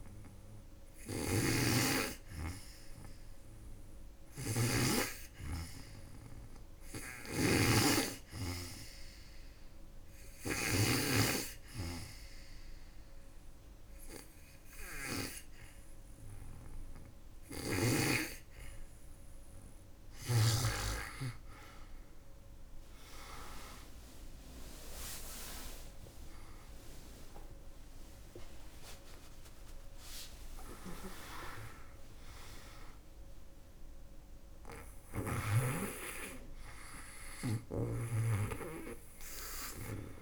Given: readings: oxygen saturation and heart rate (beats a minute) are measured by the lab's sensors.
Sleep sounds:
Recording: breathing in sleep by a room microphone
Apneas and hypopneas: 1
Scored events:
0.50-4.50 s: snoring (device-marked)
2.50-6.50 s: arousal
6.50-10.50 s: snoring (device-marked)
10.00-21.00 s: obstructive apnea (oxygen 97% before, 95% lowest, heart rate 79 before, 75 extreme, up 10 after)
23.50-28.00 s: arousal
From the record:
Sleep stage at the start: N2 (light sleep)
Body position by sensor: on the back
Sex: female

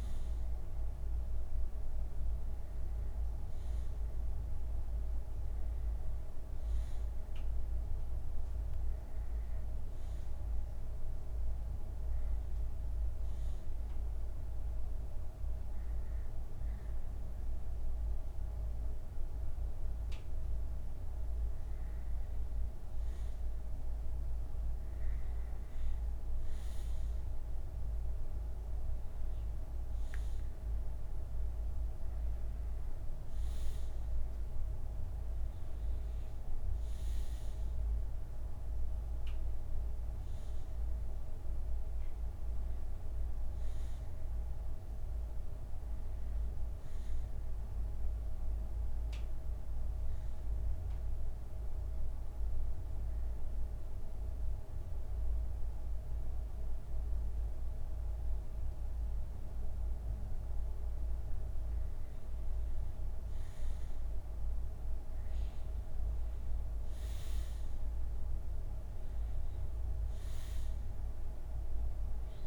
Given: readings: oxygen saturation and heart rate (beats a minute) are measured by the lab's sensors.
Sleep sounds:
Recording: breathing in sleep, hard to hear, by a room microphone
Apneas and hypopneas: 1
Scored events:
39.50-43.00 s: arousal
50.00-61.00 s: obstructive apnea (oxygen 92% before, 89% lowest, heart rate 75 before, 56 extreme, up 4 after)
59.50-62.50 s: bradycardia (device-marked, heart rate 68 before, 62 extreme)
65.00-68.00 s: arousal
69.50-72.47 s: oxygen desaturation (device-marked, oxygen 92% before, 89% lowest, heart rate 65 before, 56 extreme)
From the record:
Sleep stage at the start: N2 (light sleep)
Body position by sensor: on the back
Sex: male

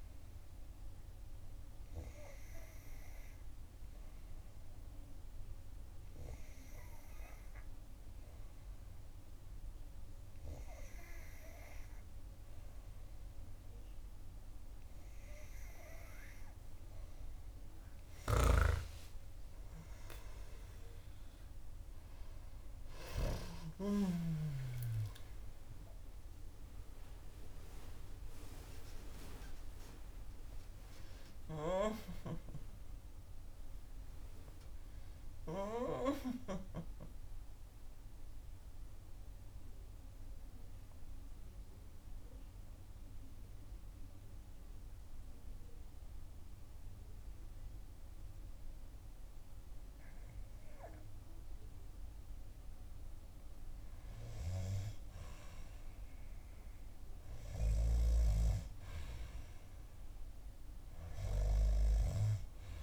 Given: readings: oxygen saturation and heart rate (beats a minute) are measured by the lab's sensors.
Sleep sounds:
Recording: breathing in sleep by a room microphone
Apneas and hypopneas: 1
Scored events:
18.00-23.00 s: snoring (device-marked)
19.50-26.00 s: arousal
38.00-53.00 s: mixed apnea (oxygen 93% before, 92% lowest, heart rate 65 before, 58 extreme, up 3 after)
55.00-60.00 s: arousal
61.50-62.83 s: oxygen desaturation (device-marked, oxygen 97% before, 92% lowest, heart rate 62 before, 57 extreme)
From the record:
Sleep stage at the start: N2 (light sleep)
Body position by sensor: on the back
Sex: female

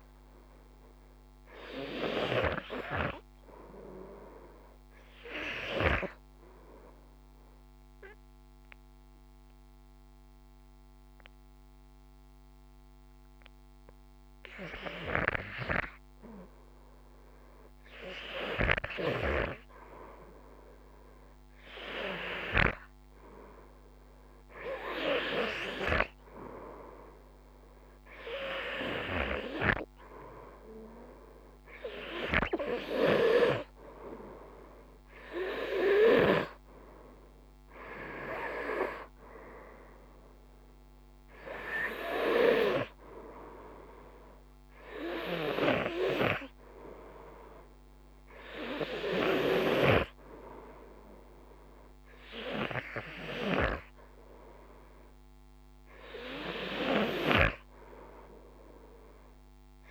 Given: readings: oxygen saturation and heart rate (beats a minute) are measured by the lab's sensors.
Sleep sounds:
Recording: breathing in sleep by a microphone on the trachea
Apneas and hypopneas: 1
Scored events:
0.00-1.50 s: snoring (device-marked)
6.00-18.00 s: obstructive apnea (oxygen 95% before, 90% lowest, heart rate 54 before, 49 extreme, up 3 after)
21.50-25.50 s: arousal
28.00-59.91 s: oxygen desaturation (device-marked, oxygen 93% before, 90% lowest, heart rate 51 before, 49 extreme)
From the record:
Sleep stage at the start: REM sleep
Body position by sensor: on the front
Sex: male

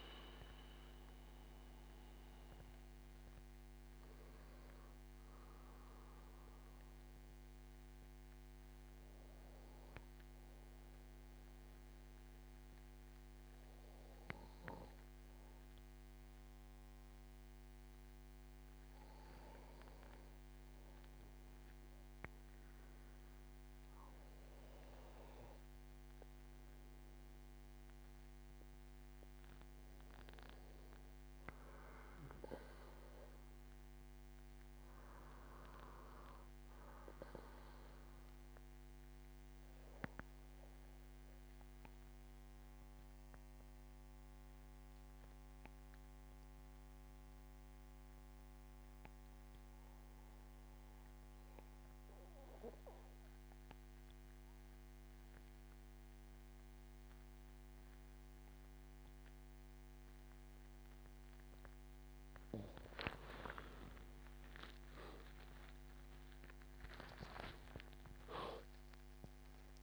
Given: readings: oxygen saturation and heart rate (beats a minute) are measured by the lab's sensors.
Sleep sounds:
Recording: breathing in sleep by a microphone on the trachea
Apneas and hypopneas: 1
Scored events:
0.00-12.50 s: oxygen desaturation (device-marked, oxygen 91% lowest, heart rate 73 extreme)
30.00-34.00 s: arousal
39.50-61.00 s: mixed apnea (oxygen 98% before, 88% lowest, heart rate 77 before, 78 extreme, up 15 after)
56.50-69.83 s: oxygen desaturation (device-marked, oxygen 97% before, 88% lowest, heart rate 80 before, 73 extreme)
62.50-66.00 s: arousal
From the record:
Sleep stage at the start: N2 (light sleep)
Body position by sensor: on the back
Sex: male

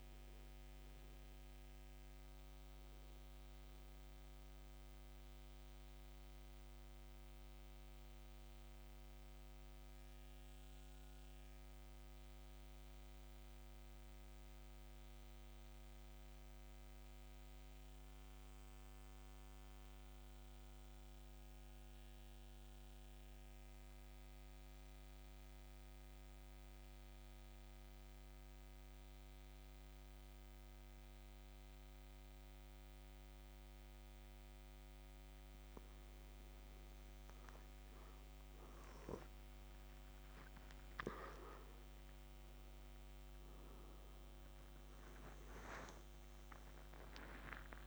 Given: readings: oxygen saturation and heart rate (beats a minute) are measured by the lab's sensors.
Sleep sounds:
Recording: breathing in sleep, hard to hear, by a microphone on the trachea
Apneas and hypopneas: 1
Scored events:
0.00-15.00 s: oxygen desaturation (device-marked, oxygen 91% lowest, heart rate 52 extreme)
5.50-34.50 s: central apnea (oxygen 96% before, 91% lowest, heart rate 57 before, 52 extreme, up 3 after)
41.00-47.00 s: arousal
From the record:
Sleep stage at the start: N2 (light sleep)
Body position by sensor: on the back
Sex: male

